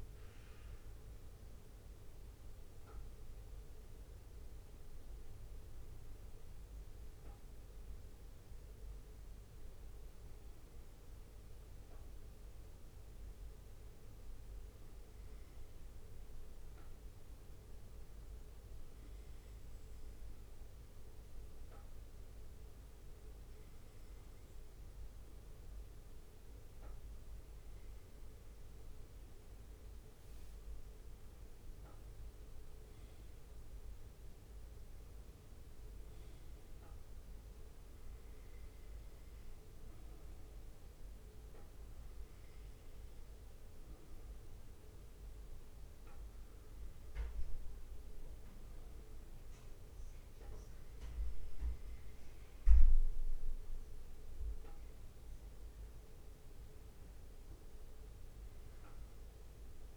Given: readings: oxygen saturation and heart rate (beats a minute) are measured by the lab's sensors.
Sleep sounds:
breathing in sleep, hard to hear, by a room microphone; 1
0.00-28.00 s: bradycardia (device-marked, heart rate 56 extreme)
5.50-26.00 s: obstructive apnea (oxygen 99% before, 96% lowest, heart rate 58 before, 57 extreme, up 3 after)
28.00-31.00 s: arousal
37.00-56.00 s: bradycardia (device-marked, heart rate 59 before, 57 extreme)
57.00-59.97 s: bradycardia (device-marked, heart rate 59 before, 54 extreme)
From the record:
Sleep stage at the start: N2 (light sleep); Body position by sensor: on the back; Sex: male

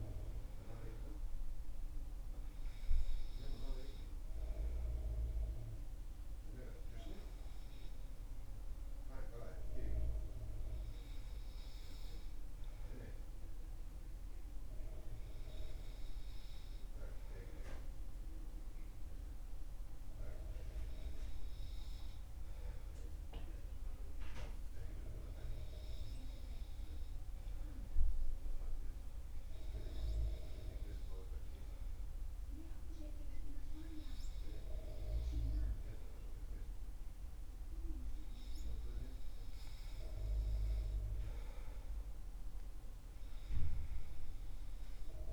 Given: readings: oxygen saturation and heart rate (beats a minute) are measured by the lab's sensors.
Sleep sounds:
breathing in sleep by a room microphone; 1
23.00-38.00 s: hypopnea (oxygen 97% before, 95% lowest, heart rate 67 before, 63 extreme, up 7 after)
40.50-44.50 s: arousal
From the record:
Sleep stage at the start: N2 (light sleep); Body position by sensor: on the back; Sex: male

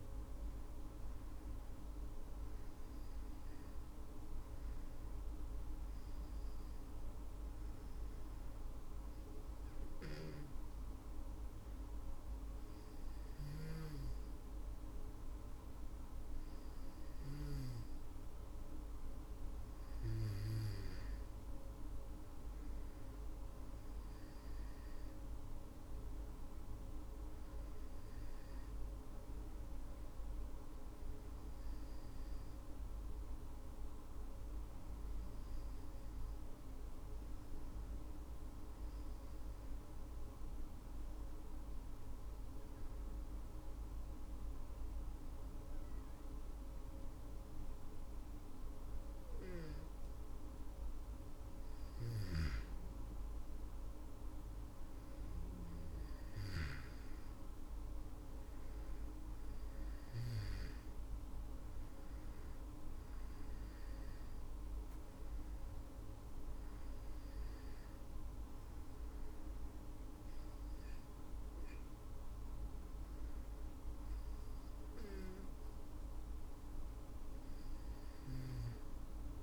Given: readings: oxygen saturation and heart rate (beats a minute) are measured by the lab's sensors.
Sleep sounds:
breathing in sleep, hard to hear, by a room microphone; 2
5.50-20.00 s: hypopnea (oxygen 98% before, 96% lowest, heart rate 62 before, 51 extreme, up 1 after)
21.50-26.00 s: arousal
37.00-50.00 s: hypopnea (oxygen 99% before, 96% lowest, heart rate 56 before, 51 extreme, up 14 after)
52.00-55.50 s: arousal
From the record:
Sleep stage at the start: N2 (light sleep); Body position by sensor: on the back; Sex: female

